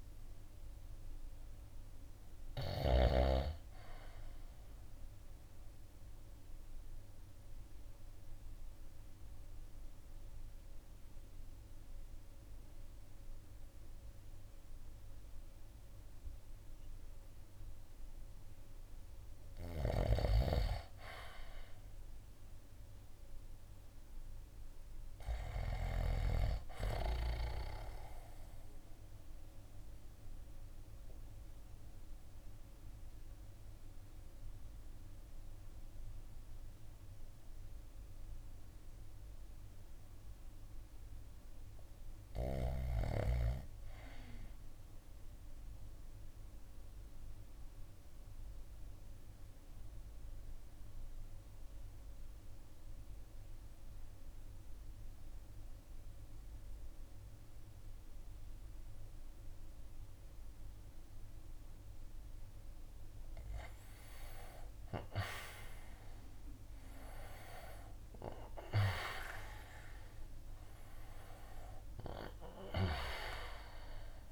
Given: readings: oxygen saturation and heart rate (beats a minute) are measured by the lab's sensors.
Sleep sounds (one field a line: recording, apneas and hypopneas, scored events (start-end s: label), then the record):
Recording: breathing in sleep by a room microphone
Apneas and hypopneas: 2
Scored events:
0.00-3.00 s: snoring (device-marked)
0.00-7.50 s: oxygen desaturation (device-marked, oxygen 84% lowest, heart rate 54 extreme)
3.50-17.00 s: obstructive apnea (oxygen 96% before, 84% lowest, heart rate 63 before, 52 extreme, up 2 after)
18.50-23.50 s: arousal
19.50-26.00 s: snoring (device-marked)
28.50-61.50 s: obstructive apnea (oxygen 98% before, 83% lowest, heart rate 55 before, 51 extreme, up 13 after)
30.50-54.50 s: oxygen desaturation (device-marked, oxygen 97% before, 89% lowest, heart rate 55 before, 51 extreme)
65.00-68.50 s: arousal
67.50-74.32 s: drop in pulse transit time (device-marked, heart rate 53 before, 57 extreme)
69.50-74.32 s: oxygen desaturation (device-marked, oxygen 94% before, 83% lowest, heart rate 54 before, 55 extreme)
From the record:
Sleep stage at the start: REM sleep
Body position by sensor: on the right side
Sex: male